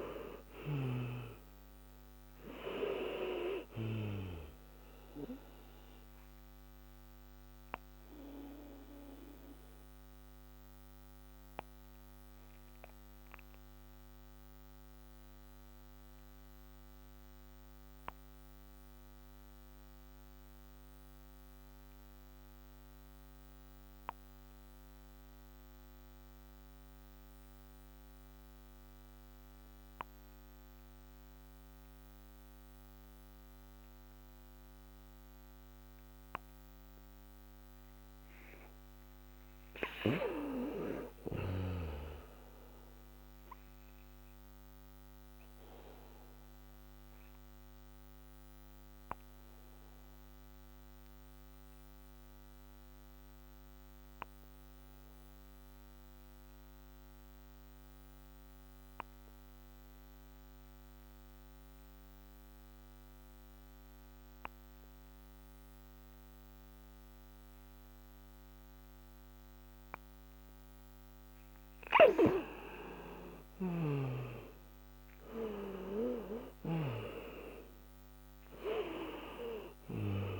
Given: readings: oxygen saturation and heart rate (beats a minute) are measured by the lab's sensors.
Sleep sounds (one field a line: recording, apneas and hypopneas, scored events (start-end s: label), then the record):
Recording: breathing in sleep by a microphone on the trachea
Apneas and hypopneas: 1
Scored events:
0.00-1.00 s: arousal
0.00-1.00 s: snoring (device-marked)
0.00-29.50 s: oxygen desaturation (device-marked, oxygen 85% lowest, heart rate 58 extreme)
6.50-70.50 s: obstructive apnea (oxygen 97% before, 85% lowest, heart rate 67 before, 55 extreme, up 8 after)
59.50-73.50 s: oxygen desaturation (device-marked, oxygen 96% before, 91% lowest, heart rate 65 before, 54 extreme)
73.00-78.50 s: arousal
From the record:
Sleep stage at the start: N2 (light sleep)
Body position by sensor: on the back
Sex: male